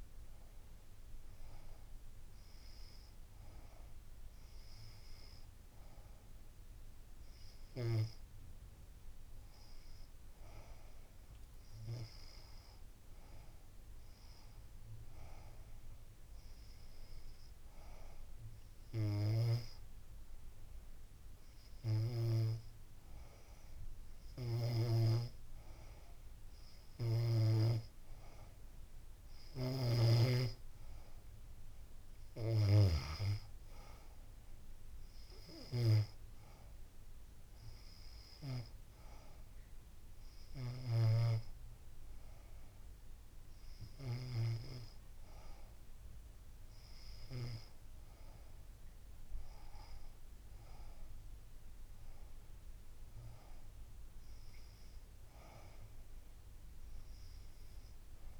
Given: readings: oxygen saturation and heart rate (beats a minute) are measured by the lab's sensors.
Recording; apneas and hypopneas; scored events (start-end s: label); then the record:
breathing in sleep by a room microphone; none
none scored
From the record:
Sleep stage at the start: N2 (light sleep); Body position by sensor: on the back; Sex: female